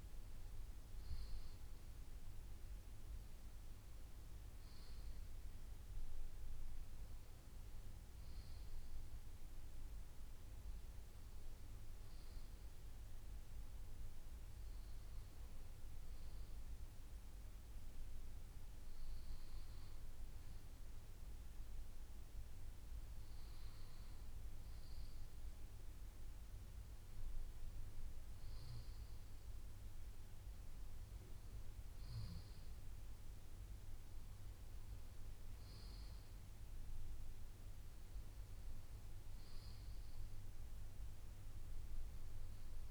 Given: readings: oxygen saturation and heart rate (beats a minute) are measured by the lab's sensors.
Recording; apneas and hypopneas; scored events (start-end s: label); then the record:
breathing in sleep, hard to hear, by a room microphone; none
none scored
From the record:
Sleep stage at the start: N2 (light sleep); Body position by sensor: on the left side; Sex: male